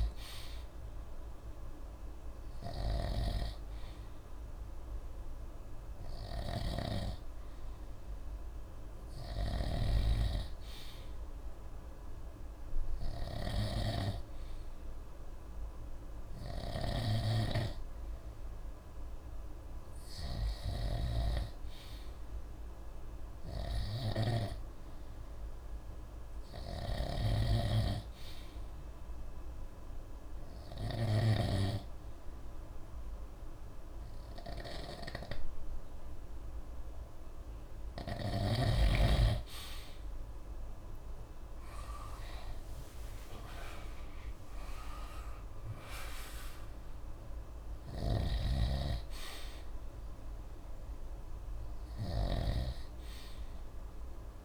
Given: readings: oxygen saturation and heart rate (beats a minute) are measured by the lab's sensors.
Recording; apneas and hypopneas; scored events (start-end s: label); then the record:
breathing in sleep by a room microphone; 1
0.00-38.50 s: snoring (device-marked)
19.50-23.50 s: arousal
28.50-39.50 s: hypopnea (oxygen 95% before, 92% lowest)
41.00-44.00 s: arousal
48.00-54.45 s: snoring (device-marked)
From the record:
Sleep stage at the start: N2 (light sleep); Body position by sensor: on the right side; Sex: male